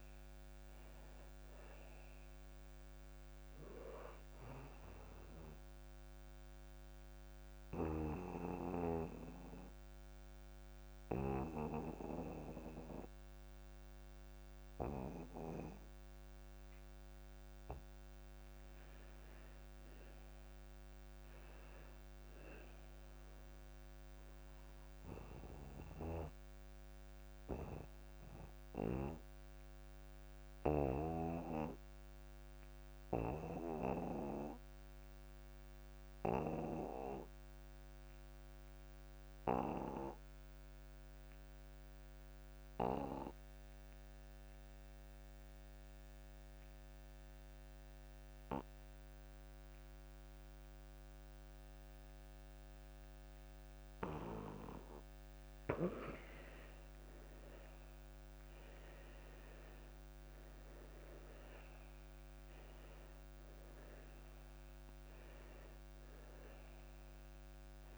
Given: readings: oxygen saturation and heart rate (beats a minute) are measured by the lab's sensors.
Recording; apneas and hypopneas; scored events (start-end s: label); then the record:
breathing in sleep by a microphone on the trachea; 2
0.00-20.50 s: oxygen desaturation (device-marked, oxygen 84% lowest)
6.50-16.50 s: obstructive apnea (oxygen 99% before, 82% lowest)
18.50-21.50 s: arousal
28.00-56.50 s: obstructive apnea (oxygen 98% before, 79% lowest)
36.50-44.50 s: oxygen desaturation (device-marked, oxygen 98% before, 94% lowest)
46.50-67.98 s: oxygen desaturation (device-marked, oxygen 96% before, 79% lowest)
58.50-62.00 s: arousal
From the record:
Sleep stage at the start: N2 (light sleep); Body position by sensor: on the back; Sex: male